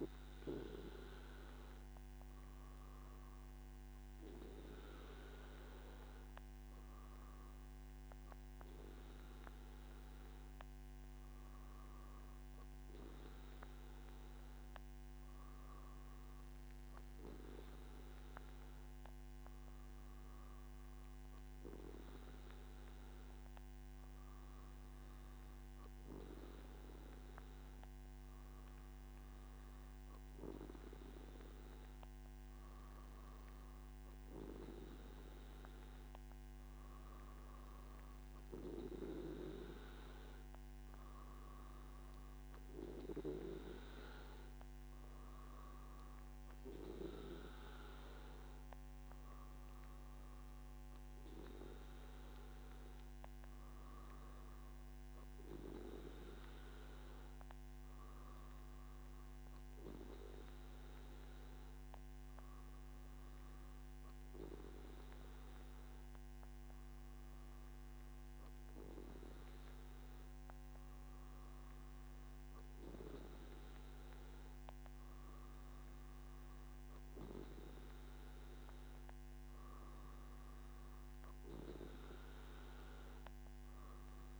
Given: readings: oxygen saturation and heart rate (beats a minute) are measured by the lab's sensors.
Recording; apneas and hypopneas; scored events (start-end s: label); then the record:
breathing in sleep by a microphone on the trachea; none
none scored
From the record:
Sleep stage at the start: N3 (deep sleep); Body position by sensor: on the back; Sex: male